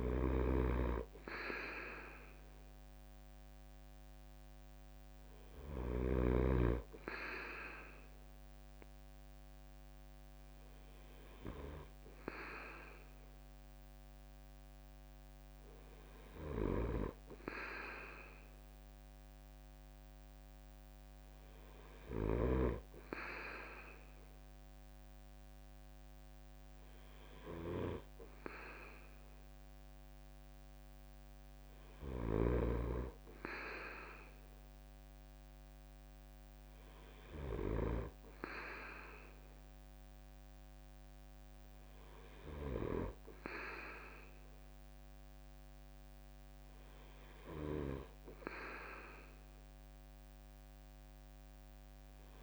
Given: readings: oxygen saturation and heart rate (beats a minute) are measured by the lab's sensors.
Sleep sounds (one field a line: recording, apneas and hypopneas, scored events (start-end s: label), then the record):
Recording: breathing in sleep by a microphone on the trachea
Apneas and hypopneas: none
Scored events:
0.00-6.00 s: snoring (device-marked)
From the record:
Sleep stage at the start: N2 (light sleep)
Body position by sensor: on the right side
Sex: male